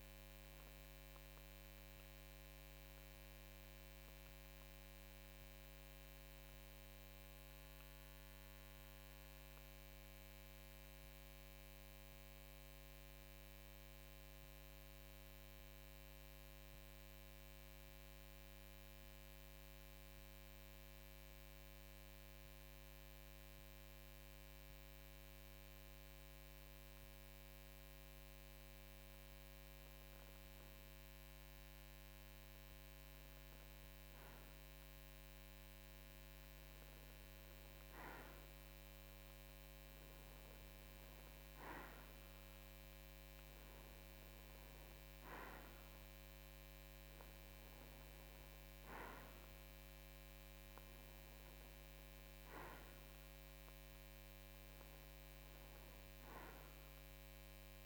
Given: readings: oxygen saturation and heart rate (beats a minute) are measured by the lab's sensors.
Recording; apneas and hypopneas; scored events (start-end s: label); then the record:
breathing in sleep, hard to hear, by a microphone on the trachea; 1
6.00-28.00 s: mixed apnea (oxygen 95% before, 92% lowest, heart rate 54 before, 52 extreme, up 1 after)
31.00-35.50 s: arousal
From the record:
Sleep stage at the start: N2 (light sleep); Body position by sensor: on the right side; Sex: male